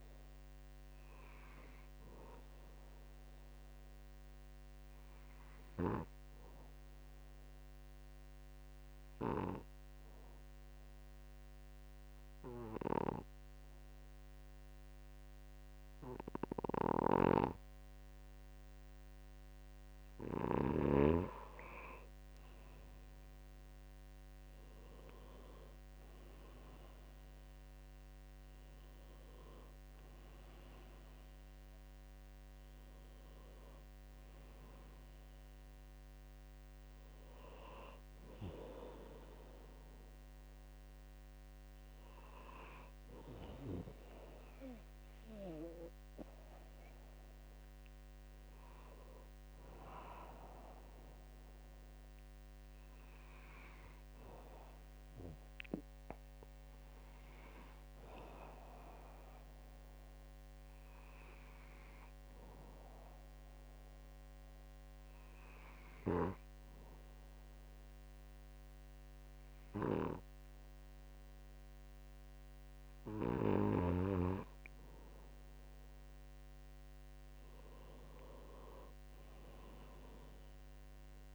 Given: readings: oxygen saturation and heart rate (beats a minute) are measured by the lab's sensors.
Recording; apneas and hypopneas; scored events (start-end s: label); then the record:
breathing in sleep by a microphone on the trachea; 2
3.50-20.50 s: obstructive apnea (oxygen 98% before, 94% lowest, heart rate 64 before, 64 extreme, up 0 after)
17.50-21.50 s: snoring (device-marked)
22.50-26.50 s: arousal
51.50-72.50 s: hypopnea (oxygen 97% before, 94% lowest, heart rate 65 before, 64 extreme, up 1 after)
76.50-80.50 s: arousal
From the record:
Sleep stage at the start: N2 (light sleep); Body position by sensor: on the right side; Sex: male